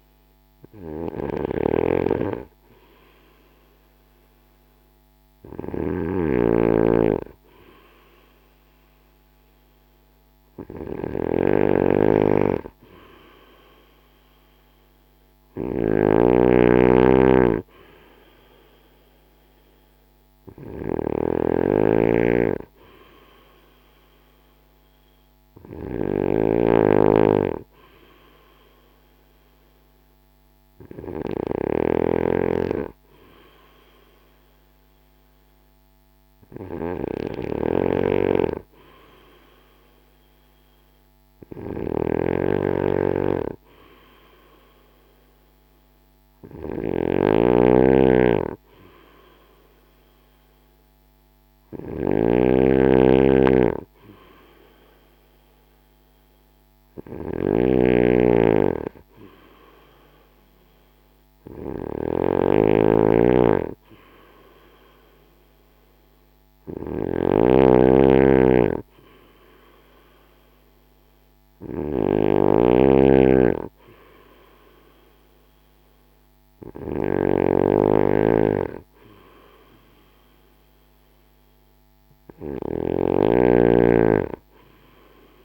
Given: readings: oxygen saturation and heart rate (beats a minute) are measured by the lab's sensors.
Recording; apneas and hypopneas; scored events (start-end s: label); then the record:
breathing in sleep by a microphone on the trachea; none
1.00-85.45 s: snoring (device-marked)
From the record:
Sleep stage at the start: N2 (light sleep); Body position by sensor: on the back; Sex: male